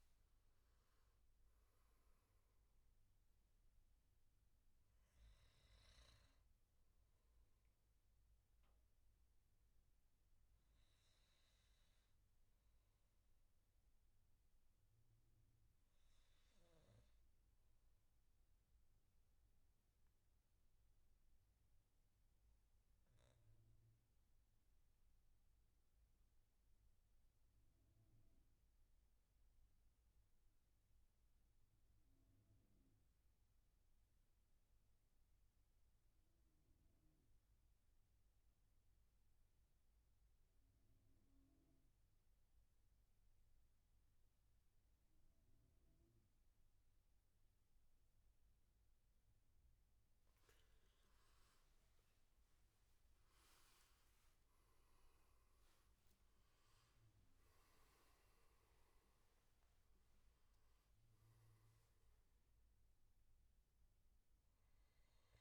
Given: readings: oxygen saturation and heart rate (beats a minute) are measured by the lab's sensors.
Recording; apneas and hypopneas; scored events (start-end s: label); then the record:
breathing in sleep, hard to hear, by a room microphone; 1
0.00-17.00 s: oxygen desaturation (device-marked, oxygen 90% lowest, heart rate 63 extreme)
7.50-47.00 s: obstructive apnea (oxygen 96% before, 87% lowest, heart rate 80 before, 64 extreme, up 16 after)
36.00-65.41 s: oxygen desaturation (device-marked, oxygen 99% before, 87% lowest, heart rate 73 before, 64 extreme)
50.00-54.50 s: arousal
From the record:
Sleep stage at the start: N2 (light sleep); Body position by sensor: on the back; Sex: male